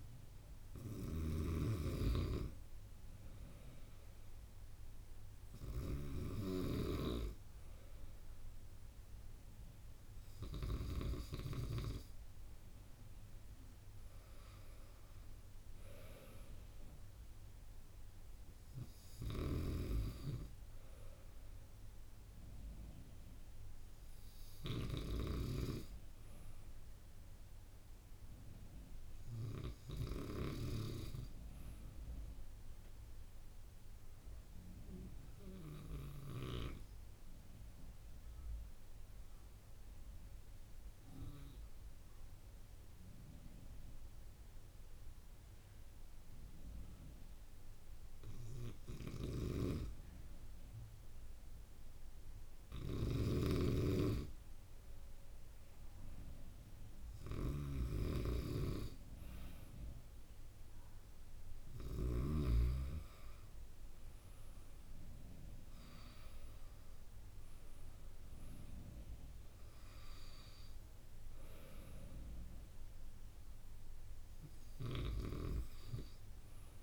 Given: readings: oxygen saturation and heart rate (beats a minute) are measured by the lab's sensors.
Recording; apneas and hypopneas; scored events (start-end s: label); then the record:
breathing in sleep by a room microphone; 1
0.00-11.00 s: snoring (device-marked)
0.00-21.00 s: oxygen desaturation (device-marked, oxygen 93% lowest)
4.00-76.83 s: new sleep stage, N1 (lightest sleep)
19.00-30.50 s: snoring (device-marked)
34.00-49.00 s: obstructive apnea (oxygen 97% before, 94% lowest)
51.00-55.00 s: arousal
53.00-62.50 s: snoring (device-marked)
75.00-76.83 s: snoring (device-marked)
From the record:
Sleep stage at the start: N2 (light sleep); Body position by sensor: on the right side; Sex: male